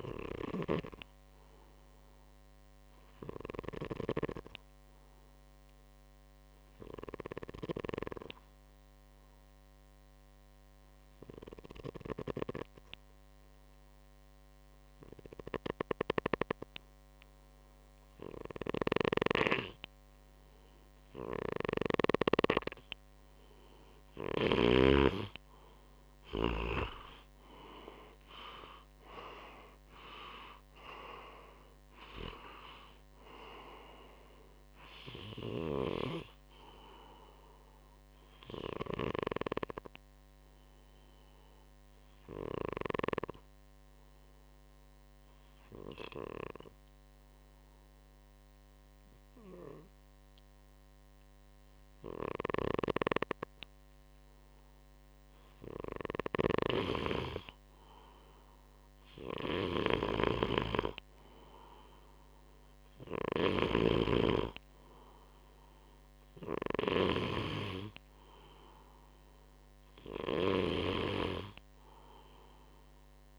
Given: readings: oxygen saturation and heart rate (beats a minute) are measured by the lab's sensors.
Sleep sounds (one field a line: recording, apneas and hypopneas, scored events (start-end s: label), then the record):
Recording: breathing in sleep by a microphone on the trachea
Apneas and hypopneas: 2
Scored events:
1.50-22.50 s: obstructive apnea (oxygen 98% before, 92% lowest, heart rate 63 before, 59 extreme, up 9 after)
24.00-49.00 s: oxygen desaturation (device-marked, oxygen 97% before, 92% lowest, heart rate 61 before, 59 extreme)
26.00-30.00 s: arousal
38.00-55.00 s: obstructive apnea (oxygen 97% before, 92% lowest, heart rate 65 before, 59 extreme, up 2 after)
57.00-60.50 s: arousal
59.50-67.00 s: snoring (device-marked)
From the record:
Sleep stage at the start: N2 (light sleep)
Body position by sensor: on the right side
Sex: male